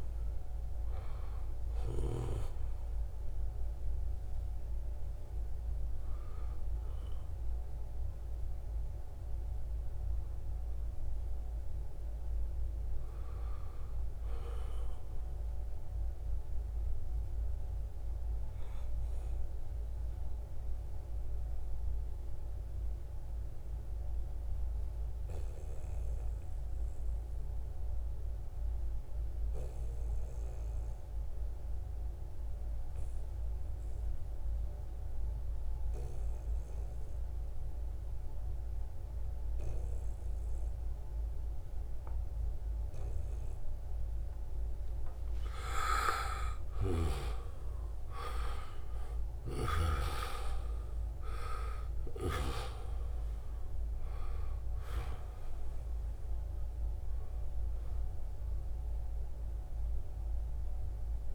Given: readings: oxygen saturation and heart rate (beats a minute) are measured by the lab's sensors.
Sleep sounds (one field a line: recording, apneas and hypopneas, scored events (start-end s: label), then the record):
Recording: breathing in sleep by a room microphone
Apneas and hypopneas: 1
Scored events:
0.00-1.50 s: snoring (device-marked)
0.00-16.00 s: oxygen desaturation (device-marked, oxygen 86% lowest, heart rate 63 extreme)
18.50-43.50 s: mixed apnea (oxygen 97% before, 87% lowest, heart rate 79 before, 63 extreme, up 11 after)
43.00-61.35 s: oxygen desaturation (device-marked, oxygen 95% before, 87% lowest, heart rate 67 before, 63 extreme)
45.00-50.00 s: arousal
From the record:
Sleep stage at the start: N2 (light sleep)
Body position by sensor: on the back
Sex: male